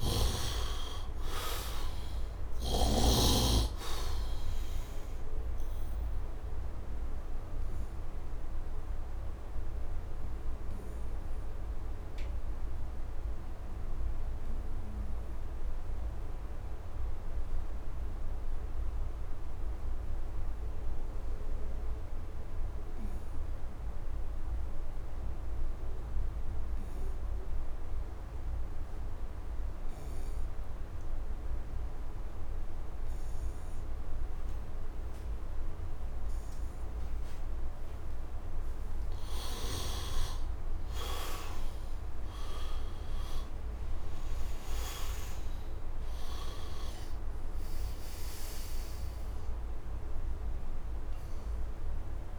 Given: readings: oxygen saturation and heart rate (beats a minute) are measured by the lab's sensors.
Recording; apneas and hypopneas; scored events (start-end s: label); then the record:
breathing in sleep by a room microphone; 1
0.00-1.50 s: arousal
0.00-22.00 s: oxygen desaturation (device-marked, oxygen 73% lowest, heart rate 62 extreme)
6.00-37.00 s: obstructive apnea (oxygen 98% before, 69% lowest, heart rate 79 before, 62 extreme, up 9 after)
30.00-52.39 s: oxygen desaturation (device-marked, oxygen 100% before, 69% lowest, heart rate 68 before, 72 extreme)
38.50-43.00 s: arousal
From the record:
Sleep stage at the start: N2 (light sleep); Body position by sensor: on the right side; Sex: male